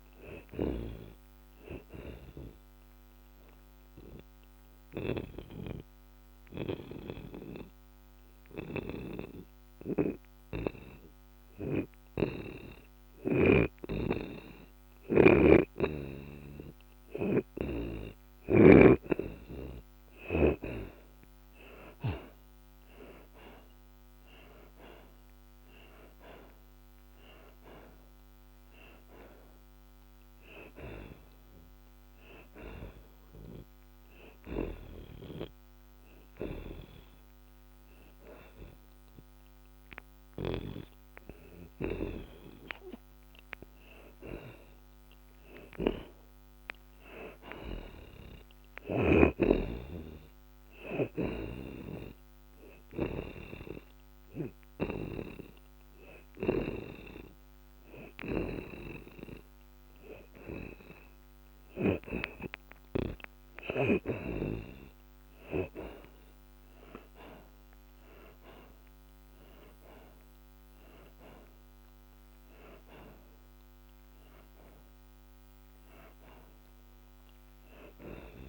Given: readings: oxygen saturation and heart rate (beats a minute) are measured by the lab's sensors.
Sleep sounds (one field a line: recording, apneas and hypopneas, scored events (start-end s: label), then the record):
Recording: breathing in sleep by a microphone on the trachea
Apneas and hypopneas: 3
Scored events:
3.00-16.00 s: obstructive apnea (oxygen 83% before, 69% lowest)
9.50-23.50 s: oxygen desaturation (device-marked, oxygen 83% before, 69% lowest)
13.50-19.00 s: snoring (device-marked)
18.50-22.00 s: arousal
25.50-46.50 s: oxygen desaturation (device-marked, oxygen 84% before, 70% lowest)
32.50-43.50 s: hypopnea (oxygen 84% before, 70% lowest)
45.00-48.50 s: arousal
51.50-63.50 s: hypopnea (oxygen 84% before, 72% lowest)
53.50-67.50 s: oxygen desaturation (device-marked, oxygen 84% before, 76% lowest)
67.50-71.00 s: arousal
73.50-78.49 s: oxygen desaturation (device-marked, oxygen 82% before, 75% lowest)
From the record:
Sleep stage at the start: N2 (light sleep)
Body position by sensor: on the back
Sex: male